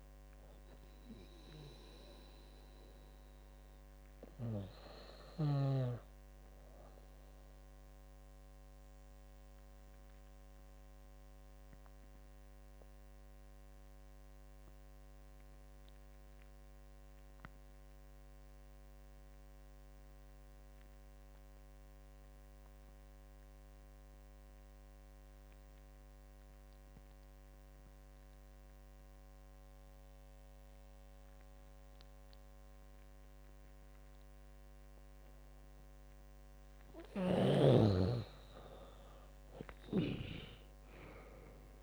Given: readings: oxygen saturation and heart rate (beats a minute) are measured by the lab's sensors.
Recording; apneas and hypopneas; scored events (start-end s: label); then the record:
breathing in sleep by a microphone on the trachea; 1
0.00-6.00 s: drop in pulse transit time (device-marked, heart rate 78 extreme)
0.00-17.00 s: oxygen desaturation (device-marked, oxygen 90% lowest, heart rate 71 extreme)
9.00-35.00 s: obstructive apnea (oxygen 99% before, 85% lowest, heart rate 83 before, 74 extreme, up 11 after)
30.00-41.83 s: oxygen desaturation (device-marked, oxygen 99% before, 85% lowest, heart rate 76 before, 69 extreme)
35.00-41.83 s: drop in pulse transit time (device-marked, heart rate 78 before, 78 extreme)
37.50-41.83 s: arousal
From the record:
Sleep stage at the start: N2 (light sleep); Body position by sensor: on the back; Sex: female